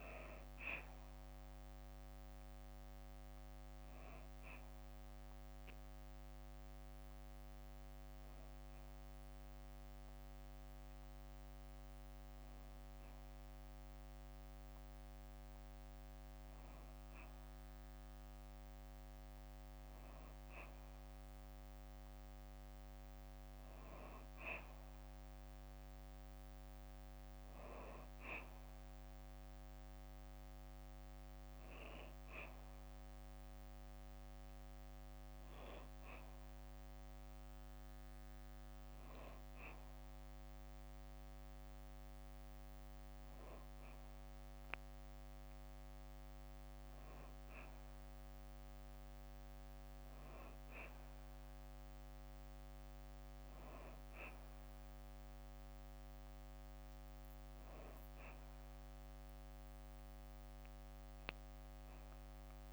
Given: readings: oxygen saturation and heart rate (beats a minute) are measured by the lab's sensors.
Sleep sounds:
breathing in sleep, hard to hear, by a microphone on the trachea; none
0.00-7.50 s: drop in pulse transit time (device-marked, heart rate 66 extreme)
From the record:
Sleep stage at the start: N2 (light sleep); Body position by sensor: on the back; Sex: female

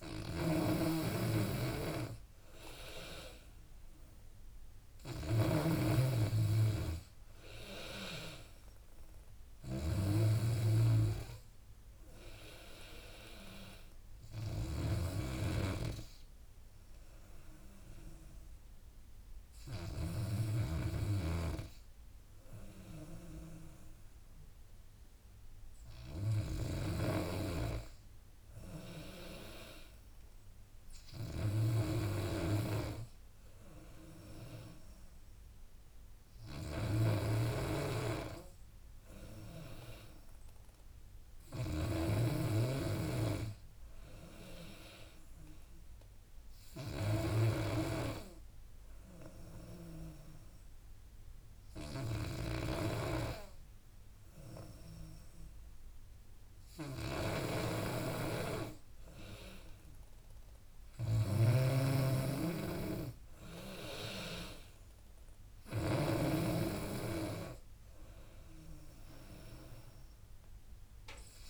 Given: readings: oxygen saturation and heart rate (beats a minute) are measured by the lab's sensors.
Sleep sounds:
breathing in sleep by a room microphone; 1
0.00-9.50 s: drop in pulse transit time (device-marked, heart rate 77 extreme)
0.00-20.50 s: snoring (device-marked)
27.00-71.50 s: snoring (device-marked)
46.50-57.50 s: hypopnea (oxygen 96% before, 91% lowest, heart rate 78 before, 74 extreme, up 10 after)
59.00-62.00 s: arousal
62.50-71.50 s: drop in pulse transit time (device-marked, heart rate 80 before, 76 extreme)
65.50-71.50 s: oxygen desaturation (device-marked, oxygen 94% before, 91% lowest, heart rate 81 before, 71 extreme)
From the record:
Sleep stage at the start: N2 (light sleep); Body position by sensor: on the back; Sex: female

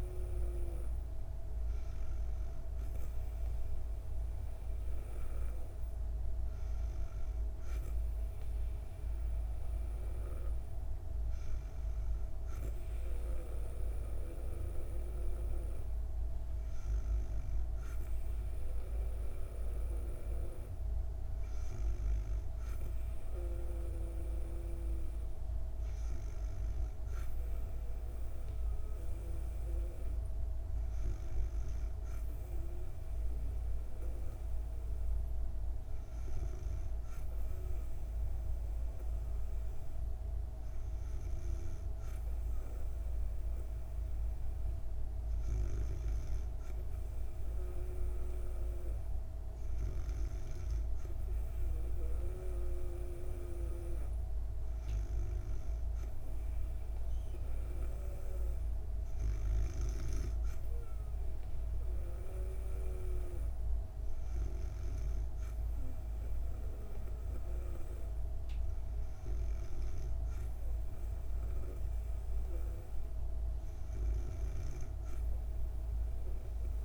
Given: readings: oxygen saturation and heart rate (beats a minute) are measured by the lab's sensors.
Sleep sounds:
breathing in sleep by a room microphone; none
none scored
From the record:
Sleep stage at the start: N2 (light sleep); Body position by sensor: on the back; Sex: female

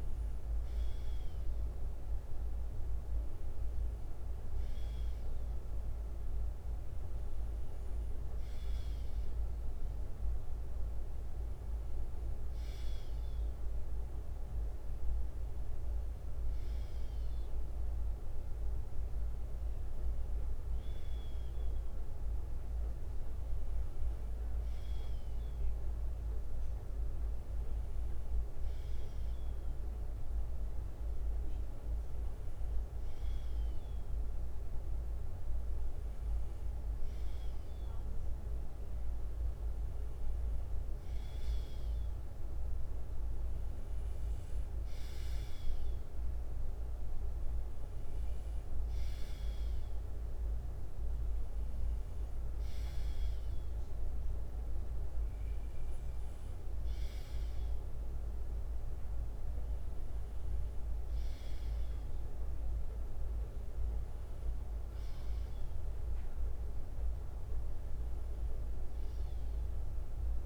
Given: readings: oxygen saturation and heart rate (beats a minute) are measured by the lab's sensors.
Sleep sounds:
breathing in sleep, hard to hear, by a room microphone; none
0.00-2.50 s: bradycardia (device-marked, heart rate 57 extreme)
6.50-18.50 s: bradycardia (device-marked, heart rate 61 before, 58 extreme)
25.50-37.50 s: bradycardia (device-marked, heart rate 61 before, 57 extreme)
65.50-70.46 s: bradycardia (device-marked, heart rate 61 before, 59 extreme)
From the record:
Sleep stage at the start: N2 (light sleep); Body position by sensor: on the left side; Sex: male

